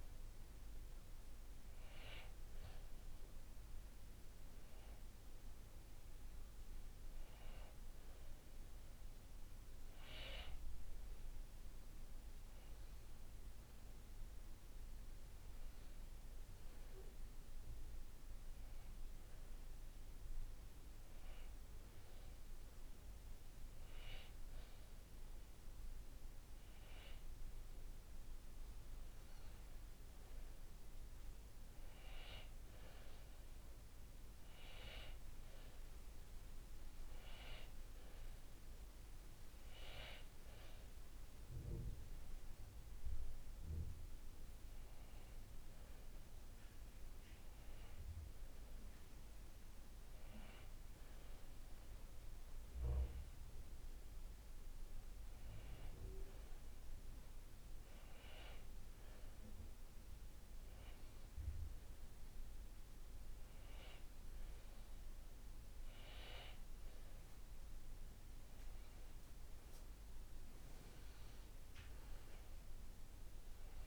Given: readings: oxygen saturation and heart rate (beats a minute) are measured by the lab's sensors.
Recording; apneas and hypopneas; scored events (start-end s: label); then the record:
breathing in sleep by a room microphone; none
none scored
From the record:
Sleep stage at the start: N2 (light sleep); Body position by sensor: on the back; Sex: male